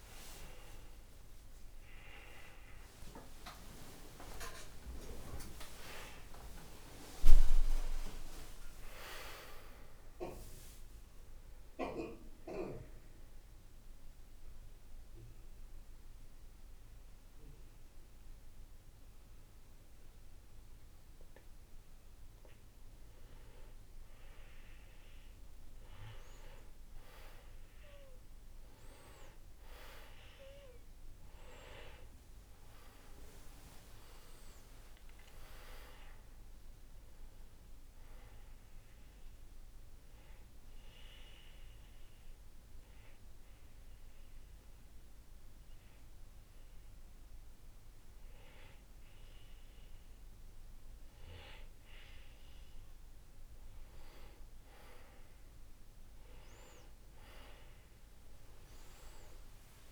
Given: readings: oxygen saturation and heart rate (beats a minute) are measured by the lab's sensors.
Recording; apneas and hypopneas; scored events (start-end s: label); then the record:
breathing in sleep by a room microphone; 2
2.50-8.00 s: arousal
12.00-22.00 s: central apnea (oxygen 98% before, 91% lowest, heart rate 71 before, 55 extreme, up 2 after)
29.50-46.50 s: oxygen desaturation (device-marked, oxygen 97% before, 91% lowest, heart rate 72 before, 55 extreme)
32.50-36.50 s: arousal
39.00-51.50 s: obstructive apnea (oxygen 97% before, 92% lowest, heart rate 63 before, 55 extreme, up 13 after)
55.50-59.92 s: oxygen desaturation (device-marked, oxygen 97% before, 92% lowest, heart rate 65 before, 55 extreme)
From the record:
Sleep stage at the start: N2 (light sleep); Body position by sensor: on the back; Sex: male